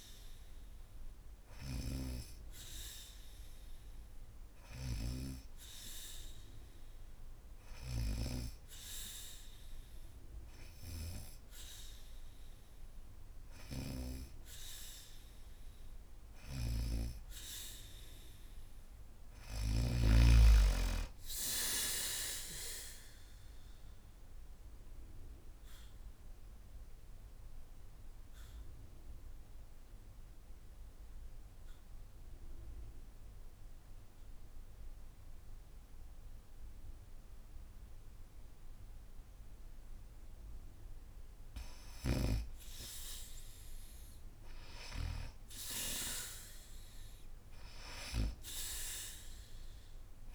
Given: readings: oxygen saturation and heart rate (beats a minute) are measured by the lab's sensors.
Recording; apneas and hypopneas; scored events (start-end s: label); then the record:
breathing in sleep by a room microphone; 1
0.00-19.50 s: snoring (device-marked)
24.00-40.00 s: obstructive apnea (oxygen 94% before, 84% lowest, heart rate 73 before, 70 extreme)
41.00-44.50 s: snoring (device-marked)
42.50-46.00 s: arousal
From the record:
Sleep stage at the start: N2 (light sleep); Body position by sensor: on the back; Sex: female